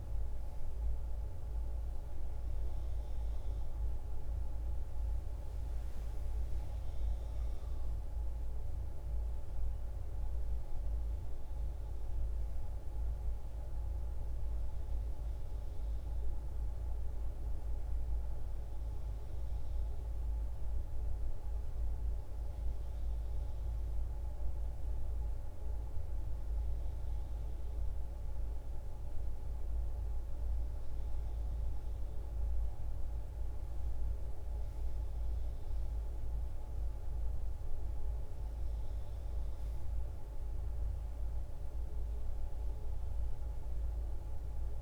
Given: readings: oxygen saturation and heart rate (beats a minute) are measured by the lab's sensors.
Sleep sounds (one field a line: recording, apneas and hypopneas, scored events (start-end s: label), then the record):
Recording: a person awake in a sleep study, hard to hear, by a room microphone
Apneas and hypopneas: none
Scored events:
none scored
From the record:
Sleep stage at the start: awake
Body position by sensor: on the back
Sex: female